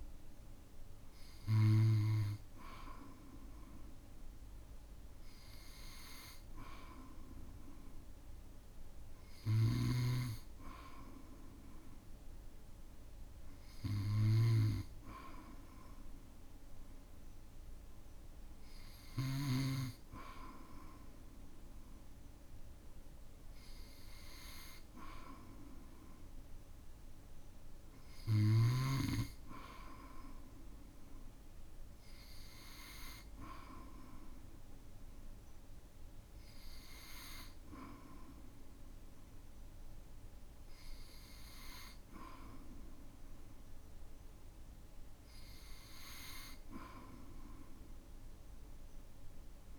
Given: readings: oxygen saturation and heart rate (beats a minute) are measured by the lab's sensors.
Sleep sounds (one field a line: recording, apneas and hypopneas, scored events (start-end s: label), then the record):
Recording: breathing in sleep by a room microphone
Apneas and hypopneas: none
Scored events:
9.50-19.50 s: snoring (device-marked)
From the record:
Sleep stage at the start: N2 (light sleep)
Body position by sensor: on the back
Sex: male